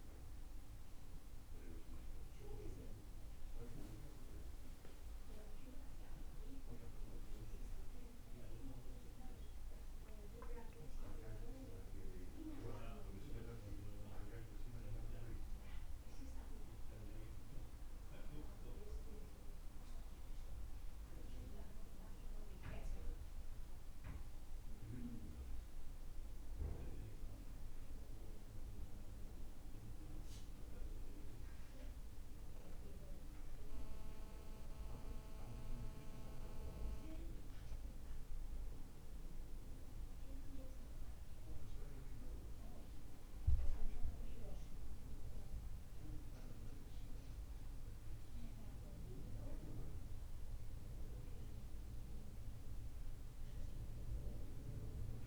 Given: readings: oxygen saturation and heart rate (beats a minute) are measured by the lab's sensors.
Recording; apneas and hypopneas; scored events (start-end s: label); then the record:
breathing in sleep by a room microphone; none
none scored
From the record:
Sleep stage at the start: N2 (light sleep); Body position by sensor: on the back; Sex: male